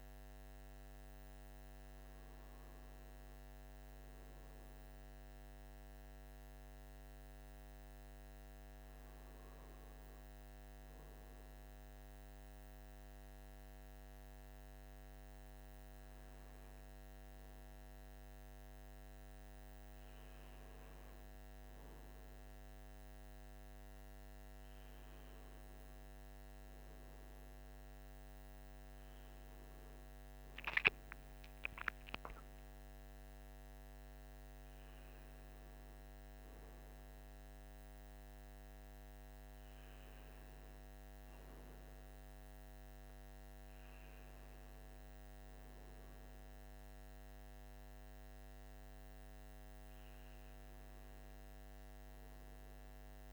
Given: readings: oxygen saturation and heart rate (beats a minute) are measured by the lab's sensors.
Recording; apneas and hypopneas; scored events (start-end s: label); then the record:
a person awake in a sleep study, hard to hear, by a microphone on the trachea; none
none scored
From the record:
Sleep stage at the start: awake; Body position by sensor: on the right side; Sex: male